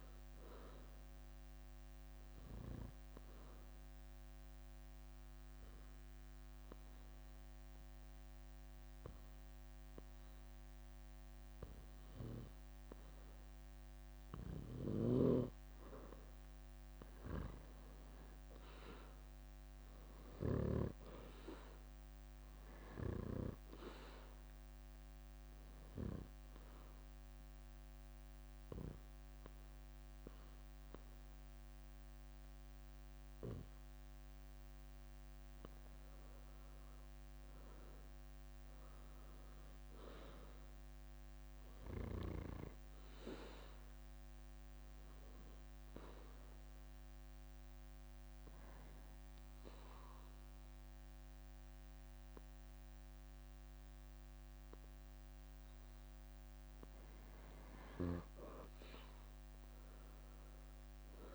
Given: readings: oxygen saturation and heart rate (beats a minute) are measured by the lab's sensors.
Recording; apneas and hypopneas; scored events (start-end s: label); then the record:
breathing in sleep by a microphone on the trachea; 3
0.00-13.00 s: oxygen desaturation (device-marked, oxygen 92% lowest, heart rate 60 extreme)
2.50-13.00 s: obstructive apnea (oxygen 96% before, 92% lowest, heart rate 68 before, 61 extreme, up 10 after)
14.50-20.50 s: snoring (device-marked)
15.50-19.50 s: arousal
20.00-37.00 s: oxygen desaturation (device-marked, oxygen 96% before, 92% lowest, heart rate 65 before, 61 extreme)
28.00-38.00 s: obstructive apnea (oxygen 96% before, 92% lowest, heart rate 67 before, 61 extreme, up 8 after)
39.00-42.50 s: arousal
45.00-56.00 s: hypopnea (oxygen 96% before, 92% lowest, heart rate 67 before, 55 extreme, up 10 after)
58.50-61.35 s: arousal
From the record:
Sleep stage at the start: N2 (light sleep); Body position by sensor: on the back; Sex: female